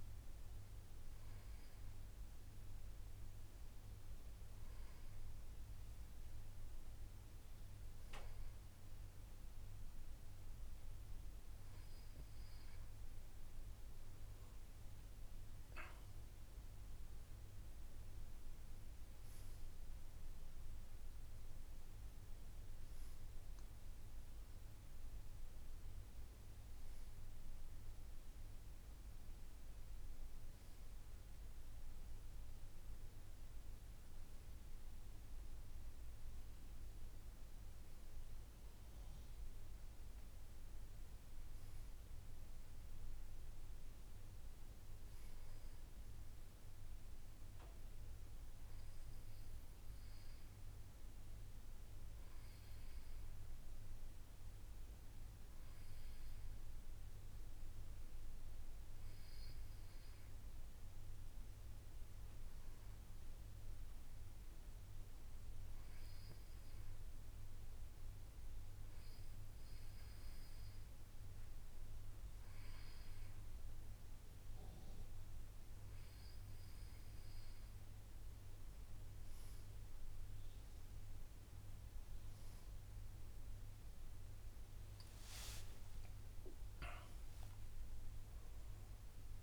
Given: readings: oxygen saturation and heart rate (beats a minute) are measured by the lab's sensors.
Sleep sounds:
breathing in sleep, hard to hear, by a room microphone; none
8.00-13.00 s: arousal
84.50-88.50 s: arousal
From the record:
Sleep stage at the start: N2 (light sleep); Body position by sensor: on the back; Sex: male

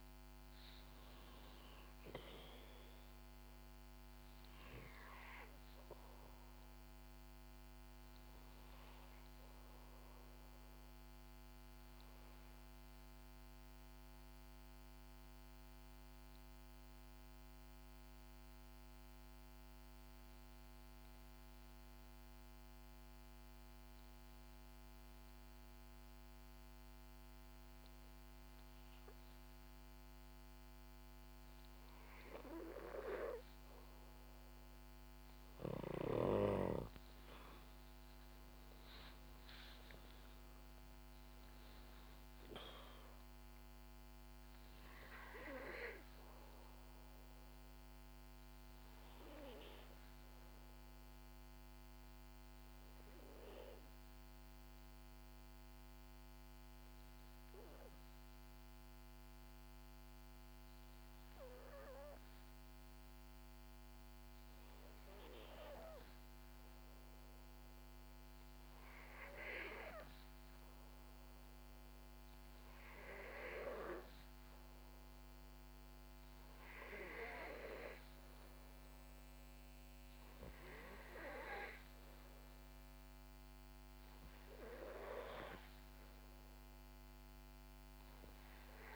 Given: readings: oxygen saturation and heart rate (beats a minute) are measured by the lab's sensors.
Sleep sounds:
breathing in sleep by a microphone on the trachea; 2
0.00-15.50 s: oxygen desaturation (device-marked, oxygen 91% lowest, heart rate 60 extreme)
13.00-31.50 s: obstructive apnea (oxygen 95% before, 91% lowest, heart rate 69 before, 60 extreme, up 6 after)
33.50-56.50 s: oxygen desaturation (device-marked, oxygen 96% before, 91% lowest, heart rate 63 before, 64 extreme)
35.50-40.50 s: arousal
52.00-67.00 s: obstructive apnea (oxygen 96% before, 91% lowest, heart rate 69 before, 64 extreme, up 1 after)
69.00-73.00 s: arousal
74.50-88.96 s: oxygen desaturation (device-marked, oxygen 95% before, 91% lowest, heart rate 65 before, 62 extreme)
From the record:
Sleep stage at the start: N2 (light sleep); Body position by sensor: on the back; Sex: female

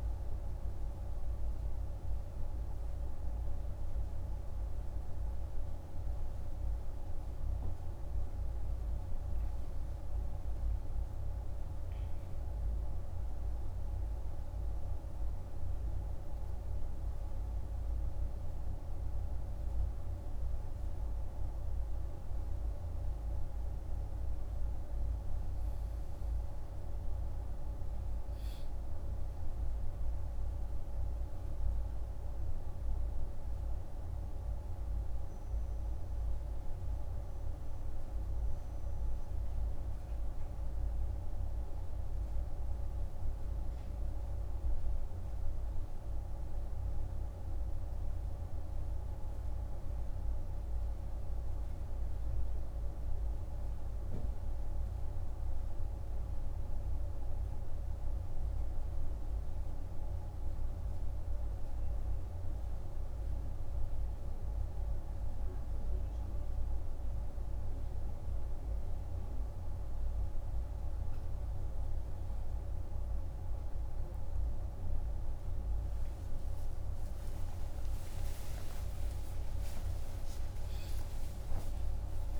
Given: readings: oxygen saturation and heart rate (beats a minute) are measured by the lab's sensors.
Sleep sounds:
breathing in sleep, hard to hear, by a room microphone; none
80.50-82.40 s: new sleep stage, awake
From the record:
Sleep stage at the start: N1 (lightest sleep); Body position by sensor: on the back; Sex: male

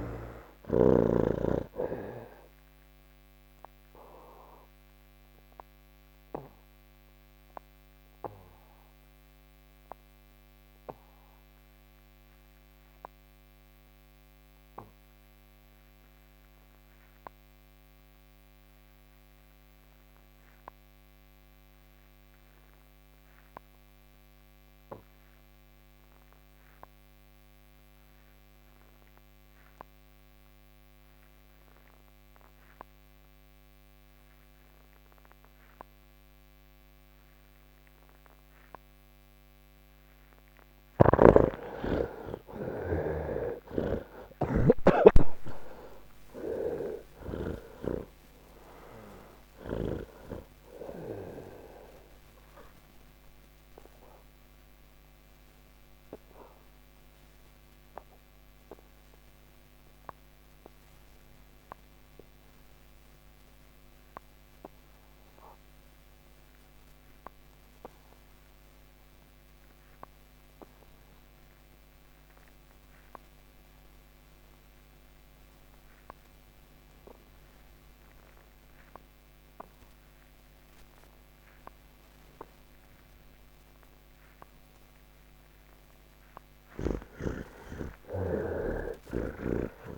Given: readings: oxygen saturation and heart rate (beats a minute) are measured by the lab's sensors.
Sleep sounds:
breathing in sleep by a microphone on the trachea; 2
0.00-20.50 s: oxygen desaturation (device-marked, oxygen 65% lowest, heart rate 75 extreme)
3.00-39.50 s: mixed apnea (oxygen 90% before, 65% lowest, heart rate 137 before, 45 extreme)
22.50-69.50 s: oxygen desaturation (device-marked, oxygen 97% before, 66% lowest, heart rate 109 before, 45 extreme)
26.50-89.98 s: new sleep stage, N3 (deep sleep)
40.50-47.50 s: snoring (device-marked)
54.50-83.50 s: mixed apnea (oxygen 93% before, 66% lowest, heart rate 110 before, 59 extreme, up 32 after)
71.50-89.98 s: oxygen desaturation (device-marked, oxygen 97% before, 70% lowest, heart rate 118 before, 59 extreme)
From the record:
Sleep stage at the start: N2 (light sleep); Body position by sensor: on the back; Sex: male

